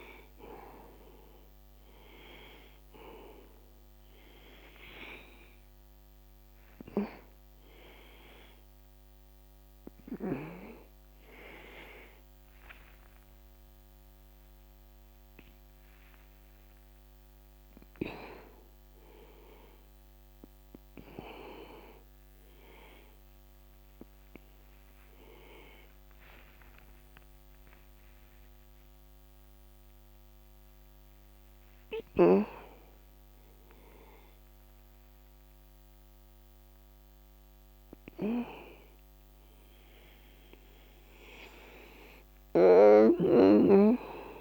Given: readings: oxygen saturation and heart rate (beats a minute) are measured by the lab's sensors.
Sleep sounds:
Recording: a person awake in a sleep study, by a microphone on the trachea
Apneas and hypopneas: none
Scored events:
8.50-20.50 s: oxygen desaturation (device-marked, oxygen 96% before, 91% lowest, heart rate 64 before, 63 extreme)
39.50-44.41 s: new sleep stage, N1 (lightest sleep)
From the record:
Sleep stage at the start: awake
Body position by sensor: on the back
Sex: male

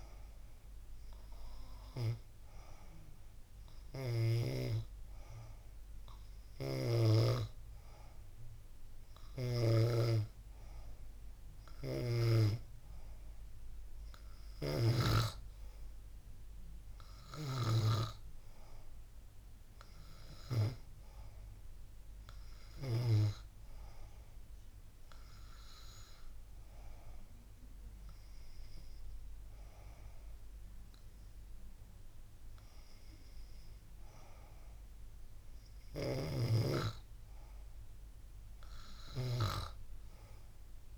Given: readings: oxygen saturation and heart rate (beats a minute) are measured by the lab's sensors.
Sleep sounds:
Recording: breathing in sleep by a room microphone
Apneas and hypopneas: none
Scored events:
none scored
From the record:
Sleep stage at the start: N2 (light sleep)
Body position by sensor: on the back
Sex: female

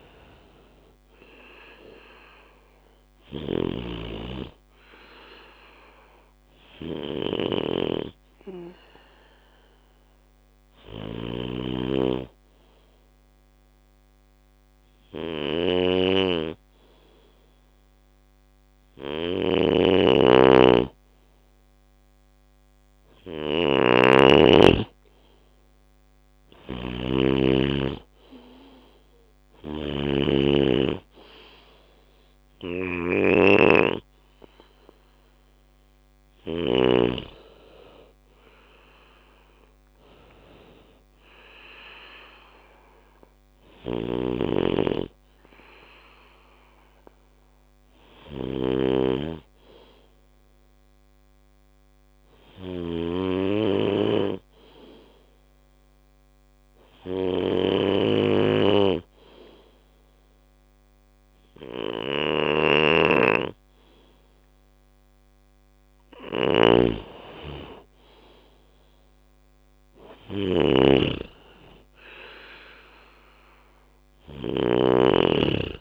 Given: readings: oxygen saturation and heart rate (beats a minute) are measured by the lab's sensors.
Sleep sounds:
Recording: breathing in sleep by a microphone on the trachea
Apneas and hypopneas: 2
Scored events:
0.00-1.50 s: arousal
0.00-36.00 s: snoring (device-marked)
2.00-16.00 s: oxygen desaturation (device-marked, oxygen 96% before, 90% lowest, heart rate 70 before, 70 extreme)
8.00-21.00 s: hypopnea (oxygen 97% before, 90% lowest, heart rate 71 before, 70 extreme, up 0 after)
23.50-27.50 s: arousal
31.00-44.00 s: oxygen desaturation (device-marked, oxygen 95% before, 91% lowest, heart rate 71 before, 68 extreme)
39.00-52.00 s: drop in pulse transit time (device-marked, heart rate 71 before, 70 extreme)
43.00-74.00 s: snoring (device-marked)
46.50-63.00 s: hypopnea (oxygen 96% before, 90% lowest, heart rate 72 before, 68 extreme, up 2 after)
70.50-75.50 s: arousal
72.00-75.81 s: oxygen desaturation (device-marked, oxygen 95% before, 90% lowest, heart rate 69 before, 69 extreme)
From the record:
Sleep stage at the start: N2 (light sleep)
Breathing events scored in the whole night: 335 in 5.2 hours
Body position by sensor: on the back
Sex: male

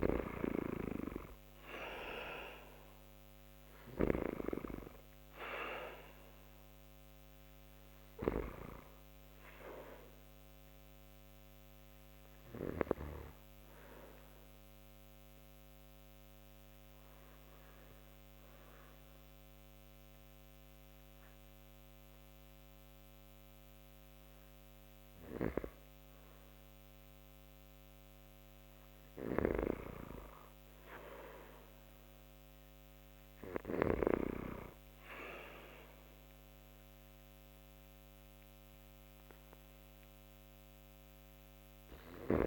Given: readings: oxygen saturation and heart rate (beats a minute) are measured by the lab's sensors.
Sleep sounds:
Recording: breathing in sleep by a microphone on the trachea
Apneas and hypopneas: 1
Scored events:
0.00-1.00 s: arousal
9.50-24.50 s: oxygen desaturation (device-marked, oxygen 97% before, 90% lowest)
11.00-25.50 s: obstructive apnea (oxygen 97% before, 88% lowest)
27.50-30.50 s: arousal
40.50-42.46 s: oxygen desaturation (device-marked, oxygen 96% before, 91% lowest)
From the record:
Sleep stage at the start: N2 (light sleep)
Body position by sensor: on the back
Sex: male

